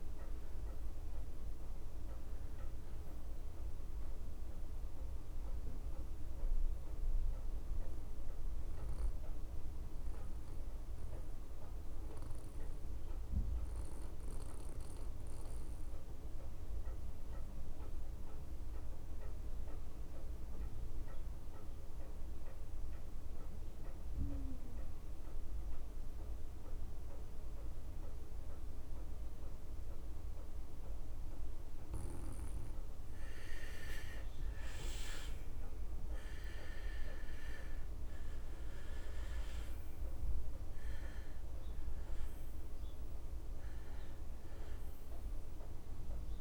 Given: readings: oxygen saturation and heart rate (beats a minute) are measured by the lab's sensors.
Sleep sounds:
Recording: breathing in sleep, hard to hear, by a room microphone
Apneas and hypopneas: 1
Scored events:
0.00-9.50 s: oxygen desaturation (device-marked, oxygen 92% lowest)
7.50-32.50 s: mixed apnea (oxygen 97% before, 83% lowest)
27.50-46.41 s: oxygen desaturation (device-marked, oxygen 96% before, 83% lowest)
35.50-39.00 s: arousal
From the record:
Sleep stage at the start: N2 (light sleep)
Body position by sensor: on the back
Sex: male

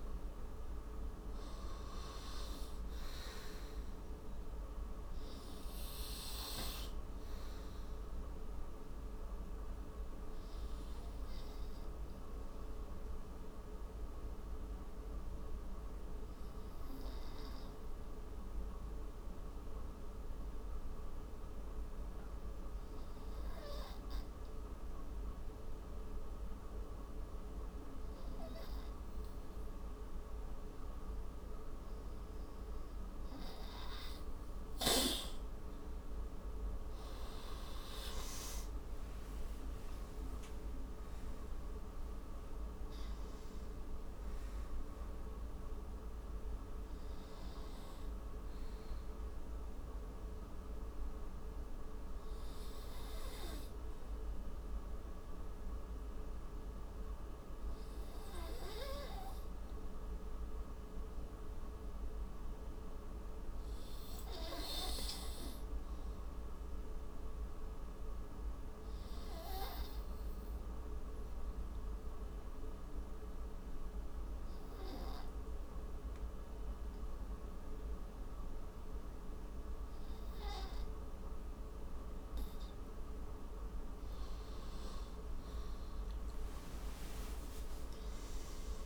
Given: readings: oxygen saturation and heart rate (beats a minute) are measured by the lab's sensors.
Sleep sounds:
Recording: breathing in sleep, hard to hear, by a room microphone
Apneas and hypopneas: 2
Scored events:
0.00-2.50 s: arousal
12.50-27.50 s: hypopnea (oxygen 98% before, 92% lowest)
38.00-54.00 s: oxygen desaturation (device-marked, oxygen 97% before, 92% lowest)
39.50-43.00 s: arousal
73.50-84.00 s: obstructive apnea (oxygen 100% before, 91% lowest)
77.00-88.86 s: oxygen desaturation (device-marked, oxygen 100% before, 93% lowest)
85.50-88.86 s: arousal
From the record:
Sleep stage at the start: N2 (light sleep)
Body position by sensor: on the right side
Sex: male

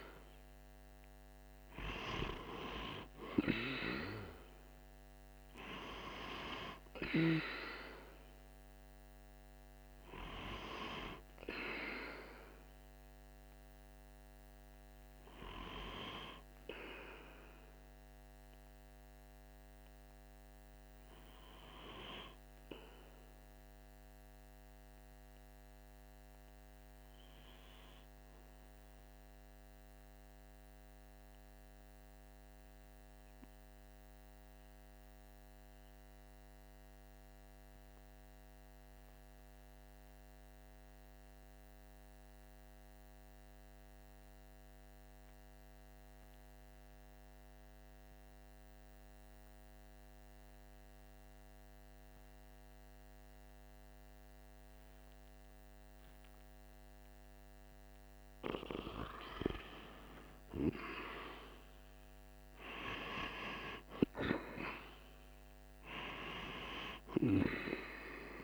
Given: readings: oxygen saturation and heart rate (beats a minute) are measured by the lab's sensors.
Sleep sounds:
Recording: breathing in sleep by a microphone on the trachea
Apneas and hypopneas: 1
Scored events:
0.00-1.00 s: arousal
28.00-57.00 s: obstructive apnea (oxygen 95% before, 91% lowest, heart rate 47 before, 44 extreme, up 5 after)
60.00-64.00 s: arousal
From the record:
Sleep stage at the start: N2 (light sleep)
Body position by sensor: on the right side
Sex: male

